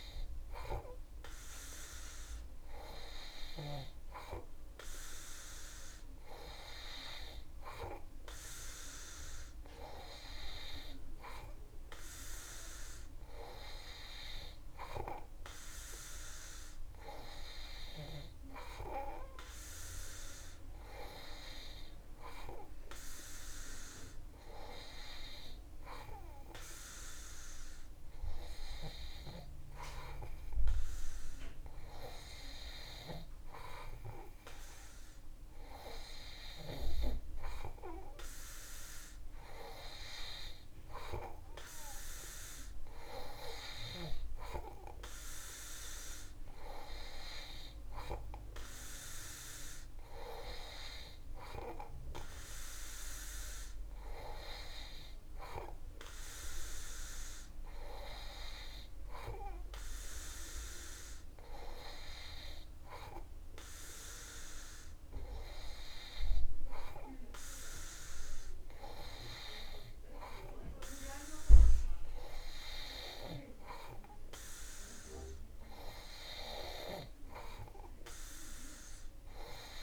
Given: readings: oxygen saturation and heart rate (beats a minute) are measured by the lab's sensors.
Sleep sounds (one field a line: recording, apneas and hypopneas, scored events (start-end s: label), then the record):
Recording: breathing in sleep by a room microphone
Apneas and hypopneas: none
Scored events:
60.50-66.50 s: oxygen desaturation (device-marked, oxygen 100% before, 97% lowest)
From the record:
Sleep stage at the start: N2 (light sleep)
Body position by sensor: on the back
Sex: male